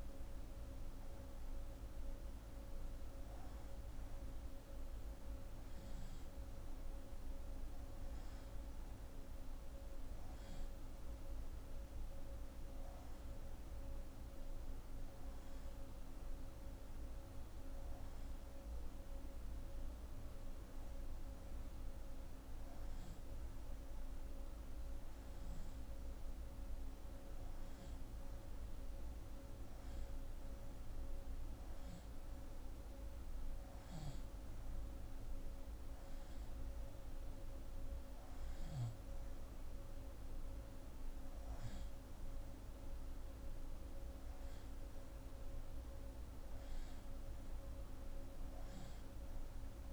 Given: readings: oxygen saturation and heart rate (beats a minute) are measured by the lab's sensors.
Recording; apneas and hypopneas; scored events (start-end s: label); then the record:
breathing in sleep, hard to hear, by a room microphone; none
none scored
From the record:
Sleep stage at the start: N2 (light sleep); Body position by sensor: on the left side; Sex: female